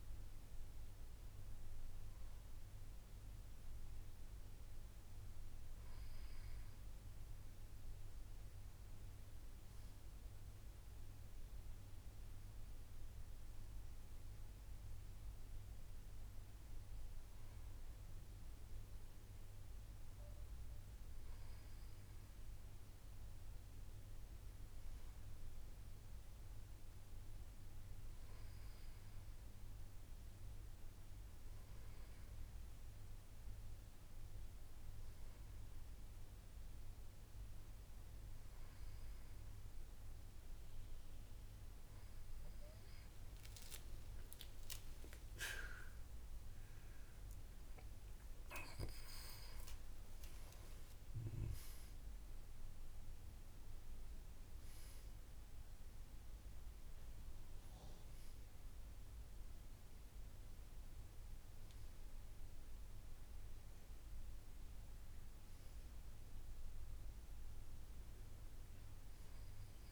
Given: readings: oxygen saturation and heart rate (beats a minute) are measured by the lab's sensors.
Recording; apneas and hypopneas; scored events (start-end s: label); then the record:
breathing in sleep, hard to hear, by a room microphone; none
45.00-49.50 s: arousal
From the record:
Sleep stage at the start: N2 (light sleep); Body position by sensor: on the back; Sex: male